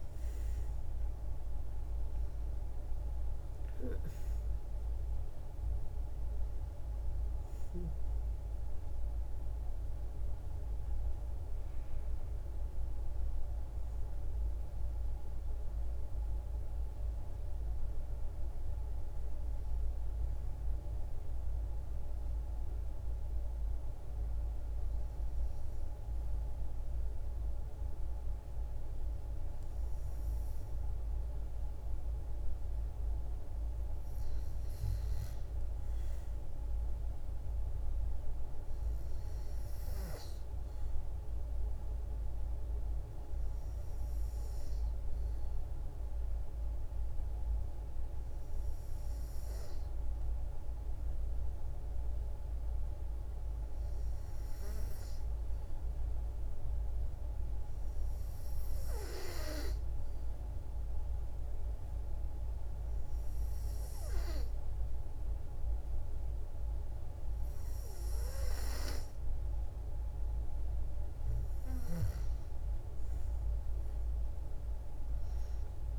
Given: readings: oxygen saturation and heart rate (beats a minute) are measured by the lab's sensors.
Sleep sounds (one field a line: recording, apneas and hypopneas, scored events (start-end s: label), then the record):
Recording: breathing in sleep, hard to hear, by a room microphone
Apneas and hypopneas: 2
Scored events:
0.00-21.50 s: oxygen desaturation (device-marked, oxygen 89% lowest, heart rate 55 extreme)
20.00-32.50 s: hypopnea (oxygen 94% before, 92% lowest, heart rate 61 before, 55 extreme, up 2 after)
35.00-39.50 s: arousal
40.50-52.50 s: oxygen desaturation (device-marked, oxygen 95% before, 92% lowest, heart rate 57 before, 55 extreme)
57.00-69.50 s: hypopnea (oxygen 96% before, 92% lowest, heart rate 57 before, 55 extreme, up 7 after)
74.00-75.99 s: arousal
From the record:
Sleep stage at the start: N2 (light sleep)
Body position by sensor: on the back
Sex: female